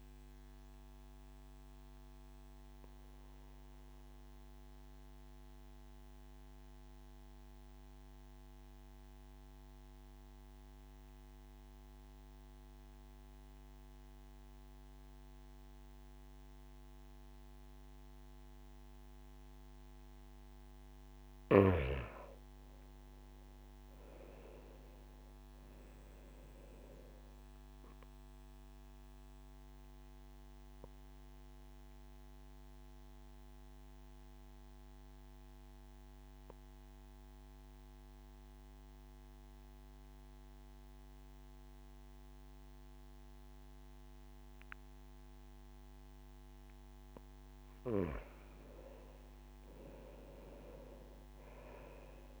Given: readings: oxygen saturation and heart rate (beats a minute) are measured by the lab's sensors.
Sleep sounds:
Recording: breathing in sleep by a microphone on the trachea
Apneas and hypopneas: 2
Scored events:
0.00-12.50 s: oxygen desaturation (device-marked, oxygen 92% lowest)
1.00-20.00 s: obstructive apnea (oxygen 97% before, 92% lowest)
21.00-25.00 s: arousal
25.50-44.50 s: oxygen desaturation (device-marked, oxygen 98% before, 93% lowest)
29.00-46.00 s: obstructive apnea (oxygen 98% before, 92% lowest)
48.00-52.40 s: arousal
From the record:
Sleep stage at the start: N2 (light sleep)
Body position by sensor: on the back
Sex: male

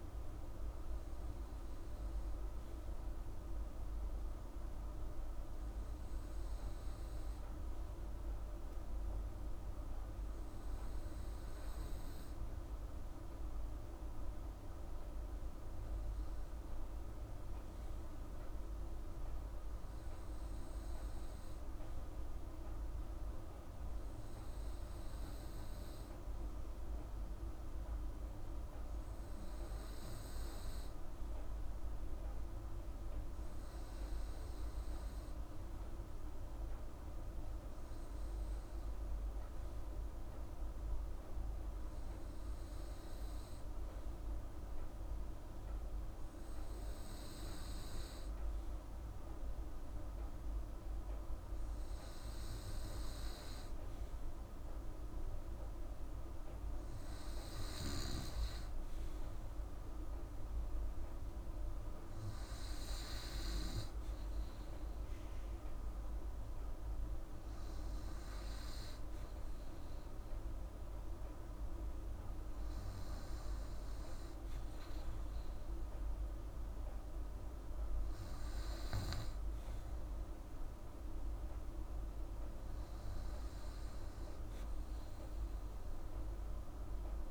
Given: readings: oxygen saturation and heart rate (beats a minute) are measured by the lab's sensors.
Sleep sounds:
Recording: breathing in sleep, hard to hear, by a room microphone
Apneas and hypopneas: none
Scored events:
none scored
From the record:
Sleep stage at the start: N2 (light sleep)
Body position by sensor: on the right side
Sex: female

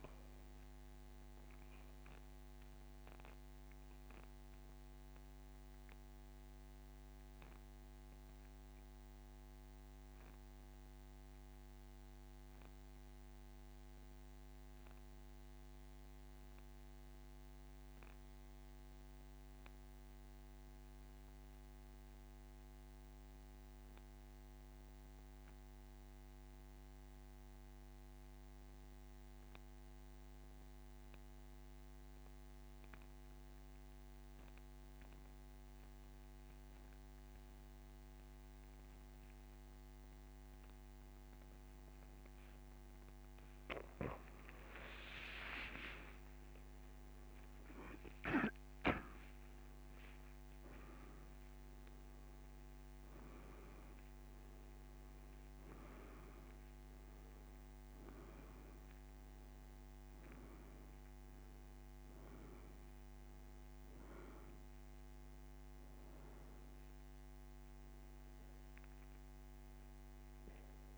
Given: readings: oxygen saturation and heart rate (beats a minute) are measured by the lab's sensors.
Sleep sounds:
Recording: breathing in sleep, hard to hear, by a microphone on the trachea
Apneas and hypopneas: 1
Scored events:
3.00-41.50 s: central apnea (oxygen 97% before, 86% lowest)
13.50-37.50 s: oxygen desaturation (device-marked, oxygen 95% before, 89% lowest)
44.50-49.00 s: arousal
51.50-70.98 s: oxygen desaturation (device-marked, oxygen 97% before, 86% lowest)
From the record:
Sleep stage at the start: N2 (light sleep)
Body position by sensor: on the back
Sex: male

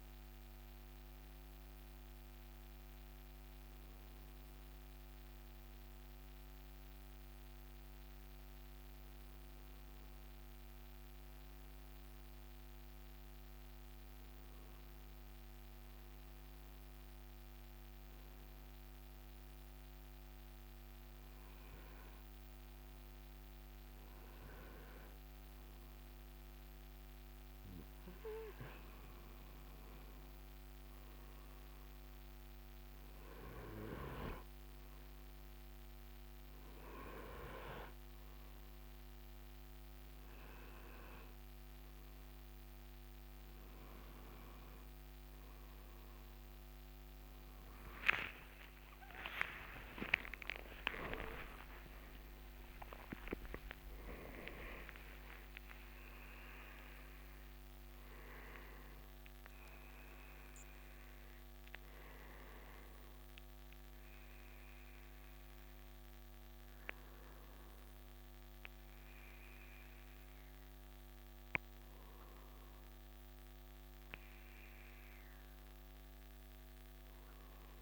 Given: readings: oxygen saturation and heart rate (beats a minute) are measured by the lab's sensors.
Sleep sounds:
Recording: breathing in sleep by a microphone on the trachea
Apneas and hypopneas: 1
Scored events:
12.00-16.50 s: arousal
18.50-29.50 s: obstructive apnea (oxygen 94% before, 92% lowest, heart rate 66 before, 66 extreme, up 3 after)
31.00-34.50 s: arousal
48.50-54.00 s: arousal
62.50-70.50 s: oxygen desaturation (device-marked, oxygen 95% before, 92% lowest, heart rate 80 before, 69 extreme)
From the record:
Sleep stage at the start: N2 (light sleep)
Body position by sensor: on the front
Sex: male

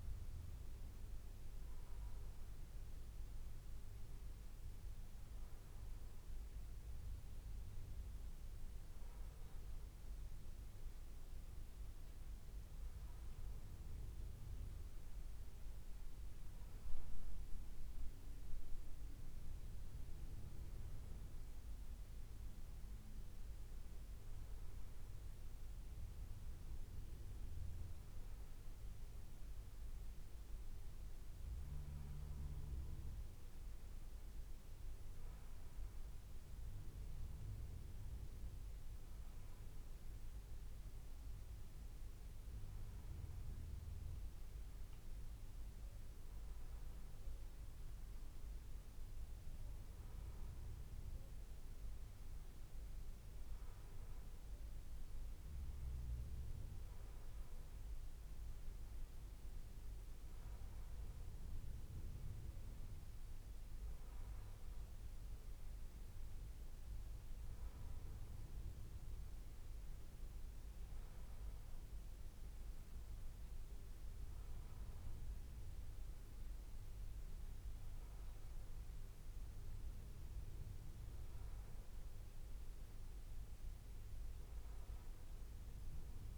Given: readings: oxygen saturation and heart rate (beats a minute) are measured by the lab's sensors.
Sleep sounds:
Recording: breathing in sleep, hard to hear, by a room microphone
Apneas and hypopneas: none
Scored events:
none scored
From the record:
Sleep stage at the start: N1 (lightest sleep)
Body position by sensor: on the back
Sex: male

